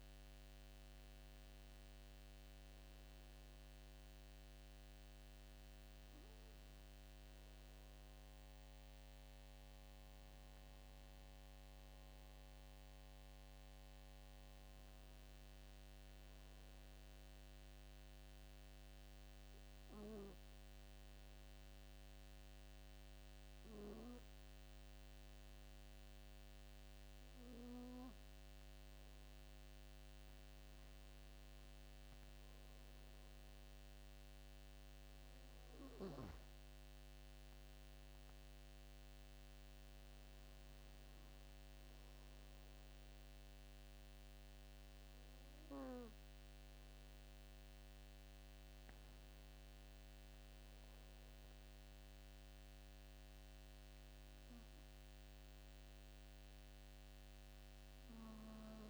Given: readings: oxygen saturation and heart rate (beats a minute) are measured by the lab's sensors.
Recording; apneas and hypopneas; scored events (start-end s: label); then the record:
breathing in sleep, hard to hear, by a microphone on the trachea; 1
0.00-2.00 s: oxygen desaturation (device-marked, oxygen 92% lowest, heart rate 75 extreme)
19.50-30.50 s: hypopnea (oxygen 95% before, 91% lowest, heart rate 80 before, 74 extreme, up 4 after)
33.50-37.00 s: arousal
40.00-52.00 s: oxygen desaturation (device-marked, oxygen 95% before, 91% lowest, heart rate 78 before, 74 extreme)
From the record:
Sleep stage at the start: N2 (light sleep); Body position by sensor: on the back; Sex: male